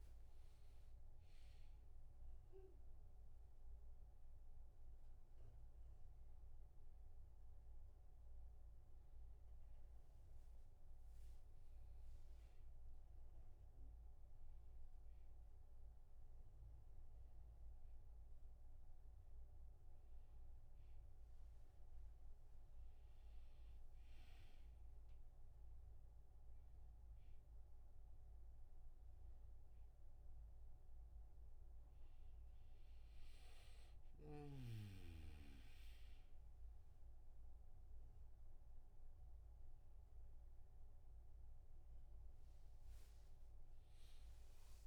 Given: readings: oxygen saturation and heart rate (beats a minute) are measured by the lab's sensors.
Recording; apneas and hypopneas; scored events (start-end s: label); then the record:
a person awake in a sleep study, hard to hear, by a room microphone; none
none scored
From the record:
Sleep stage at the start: awake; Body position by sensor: on the back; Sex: male